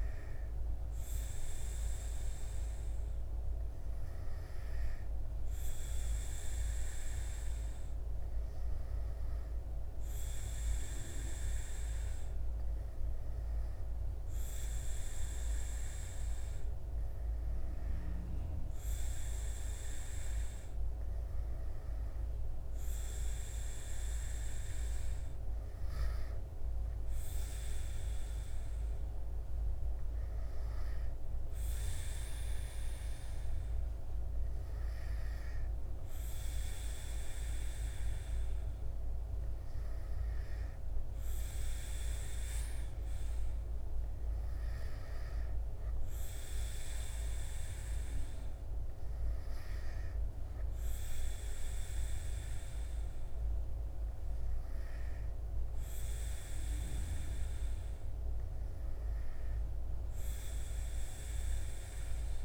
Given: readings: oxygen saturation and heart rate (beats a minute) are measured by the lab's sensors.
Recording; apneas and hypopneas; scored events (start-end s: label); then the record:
breathing in sleep, hard to hear, by a room microphone; none
none scored
From the record:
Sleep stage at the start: N2 (light sleep); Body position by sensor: on the back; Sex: male